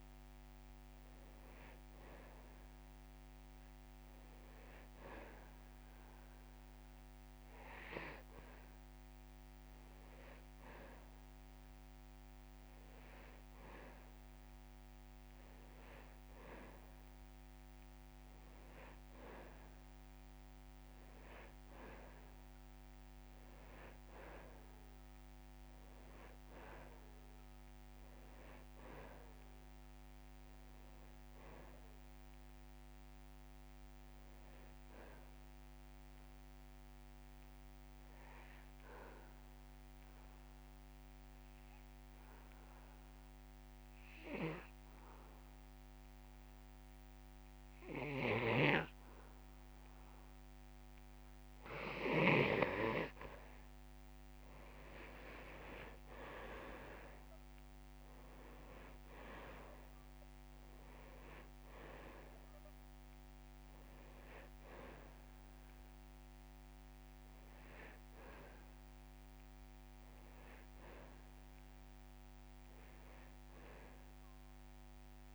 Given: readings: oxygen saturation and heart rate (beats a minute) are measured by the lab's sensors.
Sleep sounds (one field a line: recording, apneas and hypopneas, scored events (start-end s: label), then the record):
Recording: breathing in sleep by a microphone on the trachea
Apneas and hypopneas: 1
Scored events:
0.00-2.50 s: oxygen desaturation (device-marked, oxygen 90% lowest)
29.00-32.00 s: arousal
35.00-52.00 s: obstructive apnea (oxygen 97% before, 89% lowest)
50.50-52.50 s: long interval between heartbeats (device-marked)
54.50-58.00 s: arousal
58.50-75.35 s: oxygen desaturation (device-marked, oxygen 97% before, 89% lowest)
From the record:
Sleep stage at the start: N2 (light sleep)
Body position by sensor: on the back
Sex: male